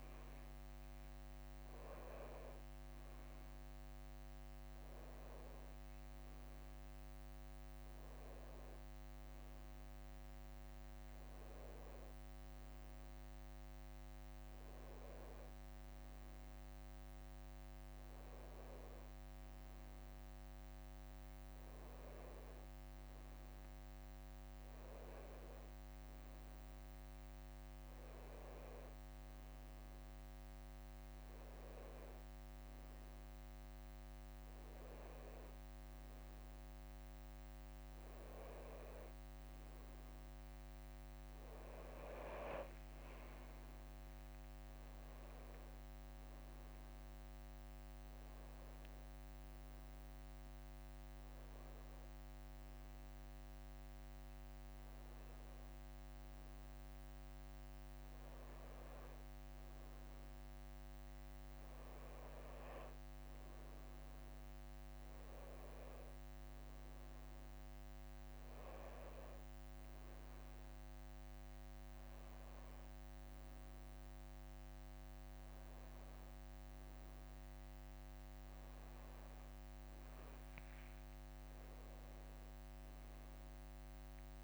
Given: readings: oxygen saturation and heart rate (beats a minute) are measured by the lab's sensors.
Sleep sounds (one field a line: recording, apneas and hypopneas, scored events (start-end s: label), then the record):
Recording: breathing in sleep, hard to hear, by a microphone on the trachea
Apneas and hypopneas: none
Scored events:
0.00-1.50 s: leg movement (device-marked)
34.00-36.00 s: bradycardia (device-marked, heart rate 61 before, 60 extreme)
42.00-46.00 s: arousal
42.00-84.44 s: new sleep stage, N1 (lightest sleep)
79.50-81.00 s: leg movement (device-marked)
80.00-82.00 s: long interval between heartbeats (device-marked, heart rate 61 before, 69 extreme)
From the record:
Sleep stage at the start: N2 (light sleep)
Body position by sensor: on the back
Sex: male